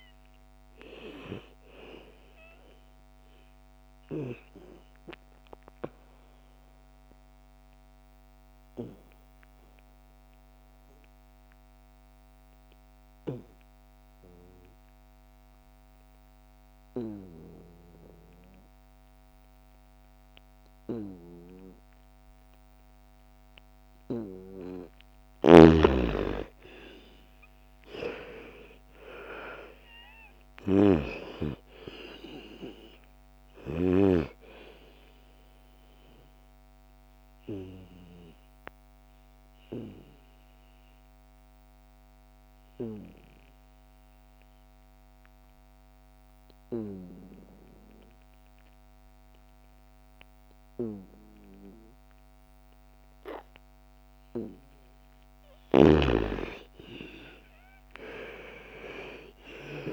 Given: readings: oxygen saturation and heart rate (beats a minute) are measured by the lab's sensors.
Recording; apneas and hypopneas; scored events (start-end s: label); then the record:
breathing in sleep by a microphone on the trachea; 2
0.00-13.50 s: oxygen desaturation (device-marked, oxygen 84% lowest, heart rate 54 extreme)
3.00-24.50 s: obstructive apnea (oxygen 97% before, 82% lowest, heart rate 61 before, 54 extreme, up 15 after)
24.50-48.50 s: oxygen desaturation (device-marked, oxygen 99% before, 82% lowest, heart rate 58 before, 56 extreme)
26.00-30.50 s: arousal
36.00-54.00 s: obstructive apnea (oxygen 99% before, 82% lowest, heart rate 62 before, 54 extreme, up 24 after)
54.50-59.93 s: oxygen desaturation (device-marked, oxygen 99% before, 83% lowest, heart rate 60 before, 54 extreme)
56.00-59.93 s: arousal
From the record:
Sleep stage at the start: N2 (light sleep); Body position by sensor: on the back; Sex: female